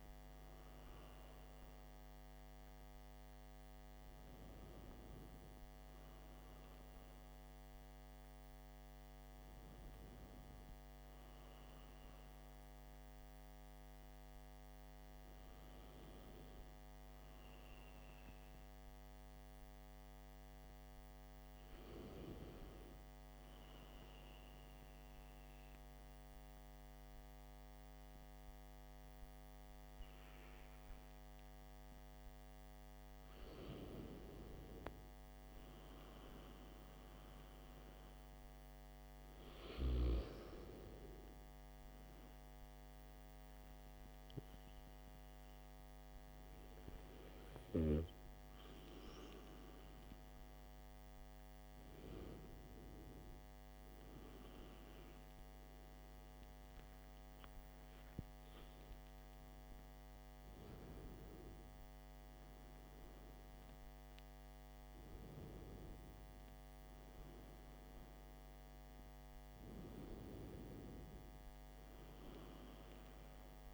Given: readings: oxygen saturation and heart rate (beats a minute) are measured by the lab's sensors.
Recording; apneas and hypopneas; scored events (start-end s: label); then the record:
breathing in sleep by a microphone on the trachea; none
none scored
From the record:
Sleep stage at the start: N2 (light sleep); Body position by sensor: on the back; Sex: male